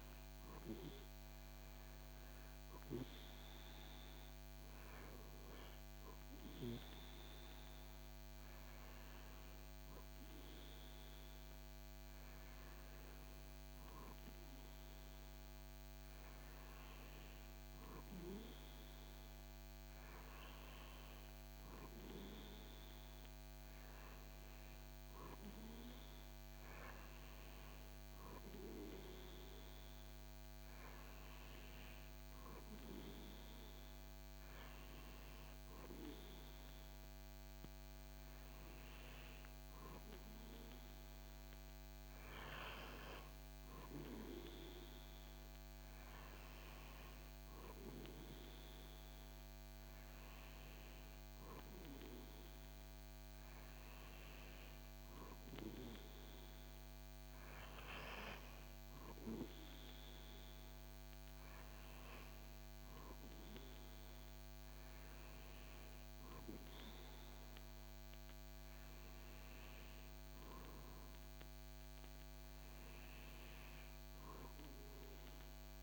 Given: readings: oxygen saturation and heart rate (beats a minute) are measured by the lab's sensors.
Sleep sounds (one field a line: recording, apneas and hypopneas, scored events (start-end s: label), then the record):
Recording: breathing in sleep by a microphone on the trachea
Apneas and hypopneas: none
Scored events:
none scored
From the record:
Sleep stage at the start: N2 (light sleep)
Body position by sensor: on the back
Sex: male